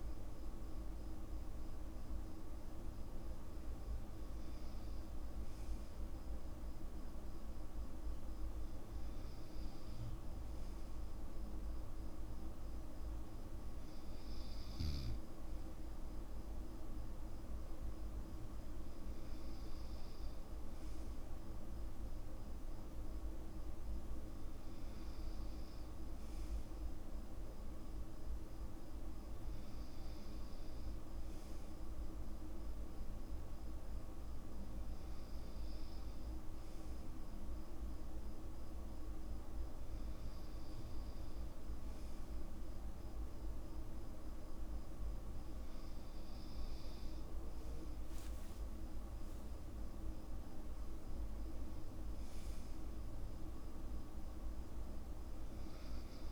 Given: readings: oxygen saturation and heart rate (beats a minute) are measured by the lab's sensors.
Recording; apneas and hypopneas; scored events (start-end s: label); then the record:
breathing in sleep, hard to hear, by a room microphone; none
none scored
From the record:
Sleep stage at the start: N2 (light sleep); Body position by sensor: on the back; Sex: male